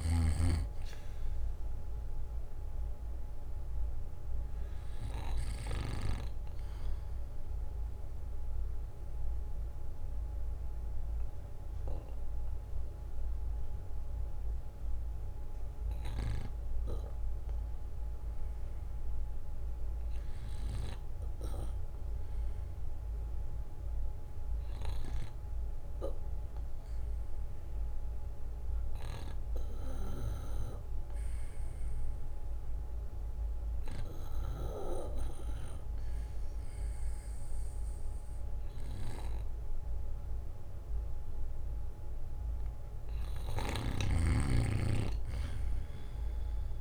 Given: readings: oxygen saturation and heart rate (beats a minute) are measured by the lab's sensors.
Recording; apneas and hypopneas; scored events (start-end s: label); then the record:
breathing in sleep by a room microphone; 1
3.00-29.00 s: obstructive apnea (oxygen 97% before, 91% lowest, heart rate 67 before, 58 extreme, up 10 after)
7.50-20.50 s: oxygen desaturation (device-marked, oxygen 95% before, 91% lowest, heart rate 67 before, 58 extreme)
32.00-37.00 s: arousal
45.50-46.81 s: bradycardia (device-marked, heart rate 64 before, 58 extreme)
From the record:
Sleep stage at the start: REM sleep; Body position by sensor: on the back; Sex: male